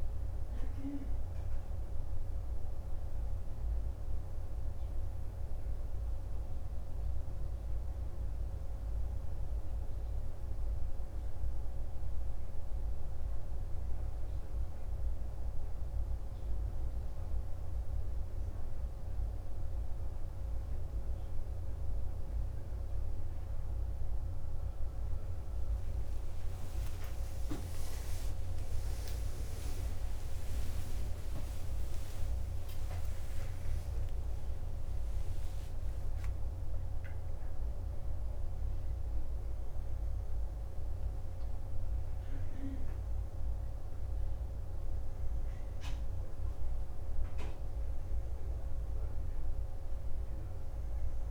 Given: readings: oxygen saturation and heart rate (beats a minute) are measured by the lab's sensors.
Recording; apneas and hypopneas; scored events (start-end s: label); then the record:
breathing in sleep, hard to hear, by a room microphone; none
26.00-30.50 s: arousal
From the record:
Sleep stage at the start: N2 (light sleep); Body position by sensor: on the back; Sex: male